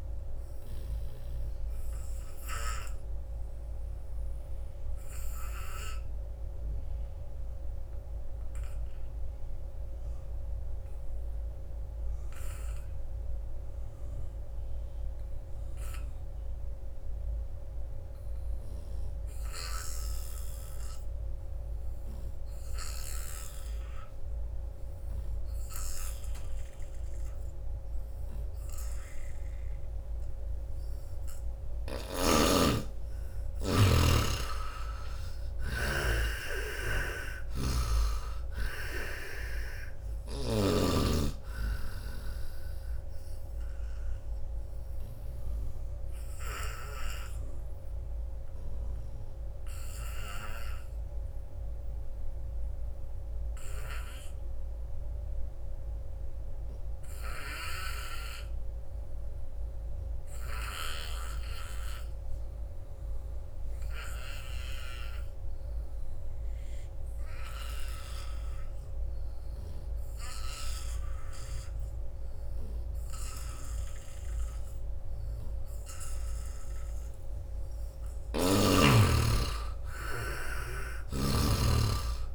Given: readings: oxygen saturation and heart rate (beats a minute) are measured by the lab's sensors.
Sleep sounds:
breathing in sleep by a room microphone; 2
0.00-1.00 s: snoring (device-marked)
0.00-11.00 s: oxygen desaturation (device-marked, oxygen 77% lowest, heart rate 74 extreme)
0.50-30.50 s: obstructive apnea (oxygen 97% before, 75% lowest, heart rate 79 before, 75 extreme, up 6 after)
23.00-56.00 s: oxygen desaturation (device-marked, oxygen 98% before, 75% lowest, heart rate 82 before, 71 extreme)
31.00-34.00 s: arousal
36.50-40.50 s: snoring (device-marked)
43.50-76.00 s: obstructive apnea (oxygen 98% before, 75% lowest, heart rate 80 before, 71 extreme, up 11 after)
63.00-82.35 s: oxygen desaturation (device-marked, oxygen 98% before, 75% lowest, heart rate 83 before, 68 extreme)
78.50-82.00 s: arousal
From the record:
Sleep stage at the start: N2 (light sleep); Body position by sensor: on the front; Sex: male

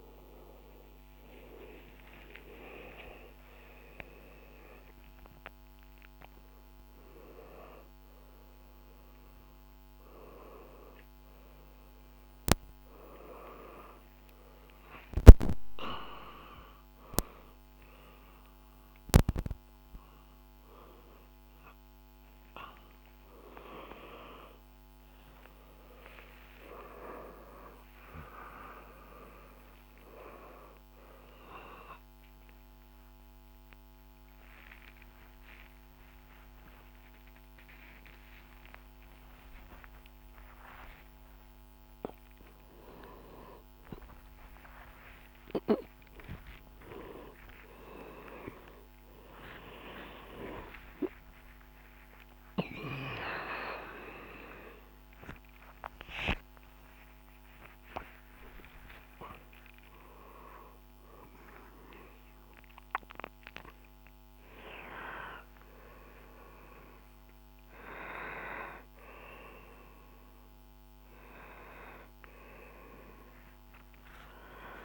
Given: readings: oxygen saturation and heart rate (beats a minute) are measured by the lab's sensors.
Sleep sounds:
a person awake in a sleep study, by a microphone on the trachea; none
6.00-14.00 s: oxygen desaturation (device-marked, oxygen 97% before, 94% lowest, heart rate 102 before, 98 extreme)
33.00-43.00 s: oxygen desaturation (device-marked, oxygen 98% before, 95% lowest, heart rate 145 before, 92 extreme)
58.00-68.00 s: oxygen desaturation (device-marked, oxygen 98% before, 95% lowest, heart rate 132 before, 78 extreme)
70.00-74.85 s: oxygen desaturation (device-marked, oxygen 98% before, 95% lowest, heart rate 135 before, 77 extreme)
From the record:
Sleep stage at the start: awake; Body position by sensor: on the back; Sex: male

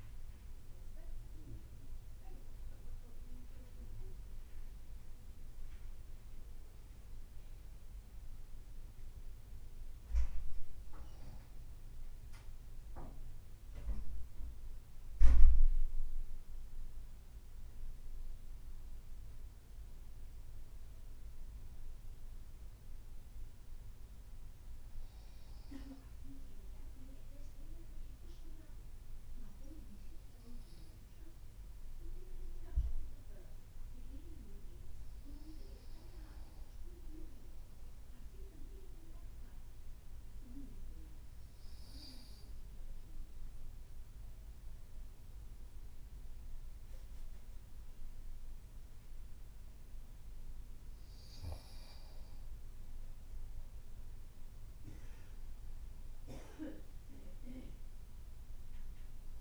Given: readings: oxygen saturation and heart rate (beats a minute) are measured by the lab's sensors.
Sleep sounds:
breathing in sleep by a room microphone; 1
14.50-59.41 s: new sleep stage, N2 (light sleep)
37.50-51.00 s: obstructive apnea (oxygen 96% before, 93% lowest, heart rate 55 before, 52 extreme, up 3 after)
53.00-57.50 s: arousal
From the record:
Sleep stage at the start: N1 (lightest sleep); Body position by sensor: on the back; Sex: male

